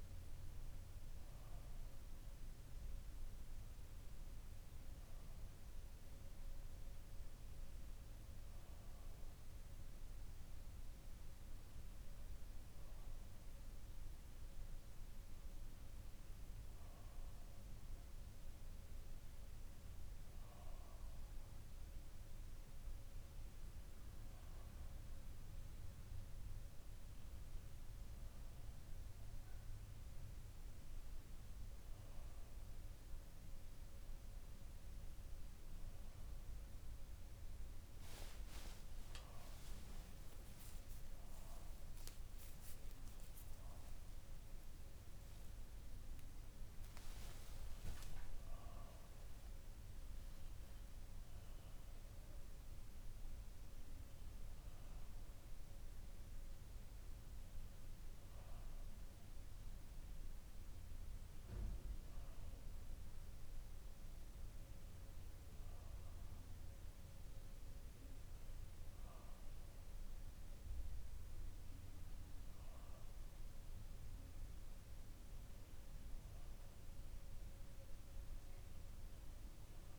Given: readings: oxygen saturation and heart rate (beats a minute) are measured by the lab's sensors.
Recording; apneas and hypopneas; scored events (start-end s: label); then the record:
breathing in sleep, hard to hear, by a room microphone; none
38.50-46.50 s: arousal
39.50-41.50 s: long interval between heartbeats (device-marked, heart rate 61 before, 79 extreme)
39.50-47.50 s: tachycardia (device-marked, heart rate 62 before, 179 extreme)
42.50-44.50 s: long interval between heartbeats (device-marked, heart rate 65 before, 121 extreme)
45.00-47.00 s: long interval between heartbeats (device-marked, heart rate 73 before, 167 extreme)
50.50-79.99 s: new sleep stage, N1 (lightest sleep)
From the record:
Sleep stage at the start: REM sleep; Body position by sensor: on the back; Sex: male